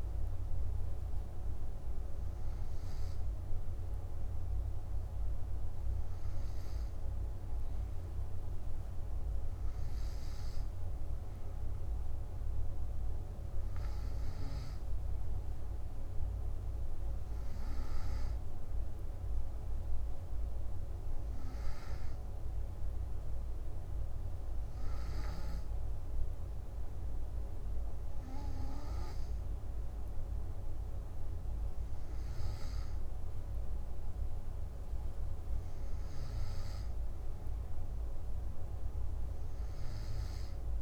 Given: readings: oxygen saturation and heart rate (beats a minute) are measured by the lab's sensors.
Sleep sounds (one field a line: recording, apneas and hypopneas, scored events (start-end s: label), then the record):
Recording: breathing in sleep, hard to hear, by a room microphone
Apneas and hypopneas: none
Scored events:
none scored
From the record:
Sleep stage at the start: N2 (light sleep)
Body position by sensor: on the back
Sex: male